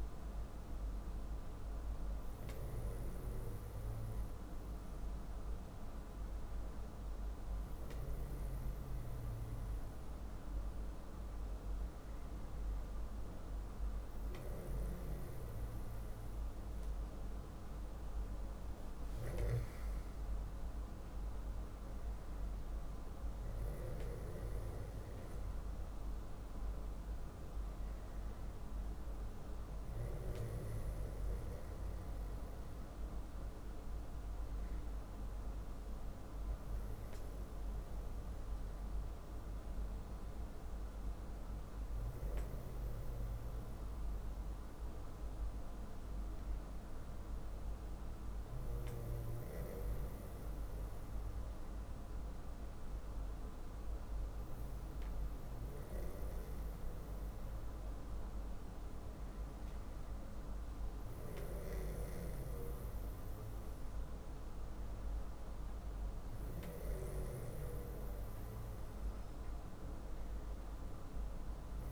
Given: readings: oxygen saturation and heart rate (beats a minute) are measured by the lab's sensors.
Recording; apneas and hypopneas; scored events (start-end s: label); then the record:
breathing in sleep, hard to hear, by a room microphone; none
none scored
From the record:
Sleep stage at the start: N2 (light sleep); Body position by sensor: on the back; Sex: male